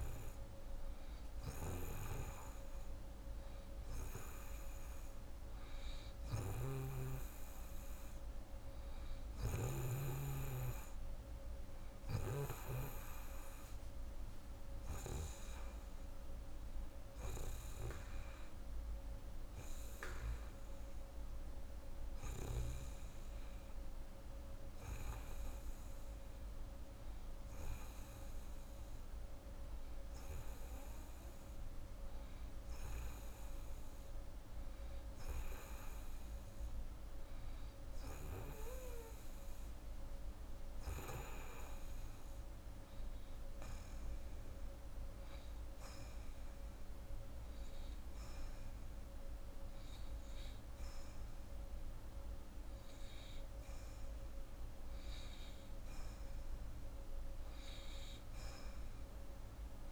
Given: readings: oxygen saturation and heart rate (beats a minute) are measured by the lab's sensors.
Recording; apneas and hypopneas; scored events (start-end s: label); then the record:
breathing in sleep by a room microphone; none
6.00-12.50 s: snoring (device-marked)
From the record:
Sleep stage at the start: N2 (light sleep); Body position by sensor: on the right side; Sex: female